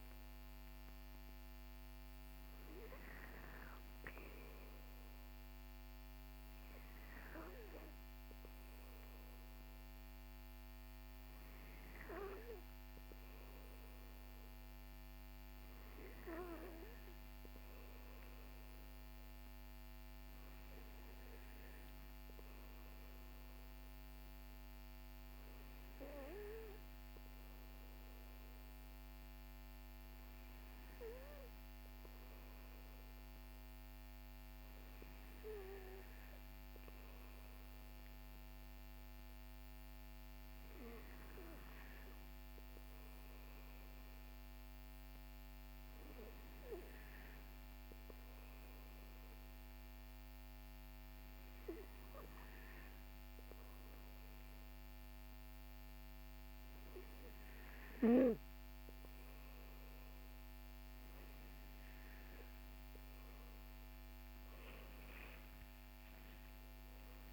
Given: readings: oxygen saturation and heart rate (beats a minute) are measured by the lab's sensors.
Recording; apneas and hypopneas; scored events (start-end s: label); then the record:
breathing in sleep by a microphone on the trachea; none
63.50-67.33 s: arousal
From the record:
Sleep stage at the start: N2 (light sleep); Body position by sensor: on the back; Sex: male